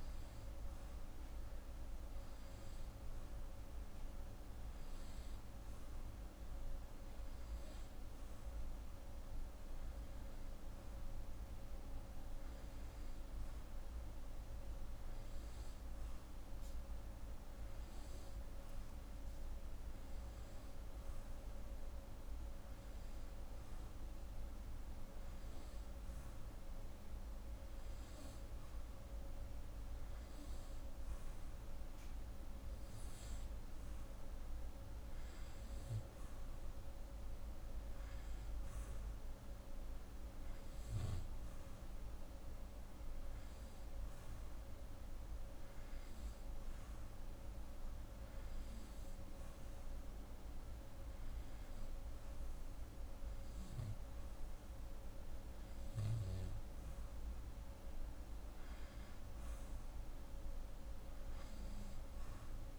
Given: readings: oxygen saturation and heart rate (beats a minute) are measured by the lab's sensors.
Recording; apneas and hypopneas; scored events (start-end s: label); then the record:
breathing in sleep, hard to hear, by a room microphone; none
none scored
From the record:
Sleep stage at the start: N2 (light sleep); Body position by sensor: on the back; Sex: female